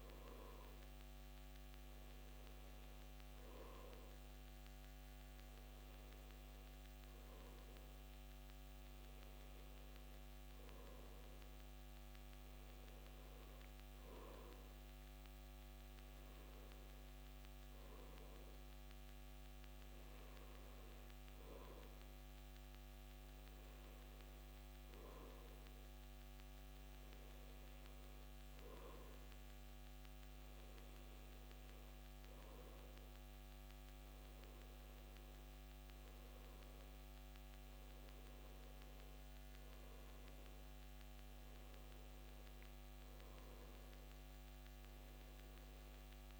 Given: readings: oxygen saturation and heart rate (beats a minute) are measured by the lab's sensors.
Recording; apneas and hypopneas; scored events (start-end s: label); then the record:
breathing in sleep, hard to hear, by a microphone on the trachea; none
15.00-46.40 s: new sleep stage, N2 (light sleep)
From the record:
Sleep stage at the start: N1 (lightest sleep); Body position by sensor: on the back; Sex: male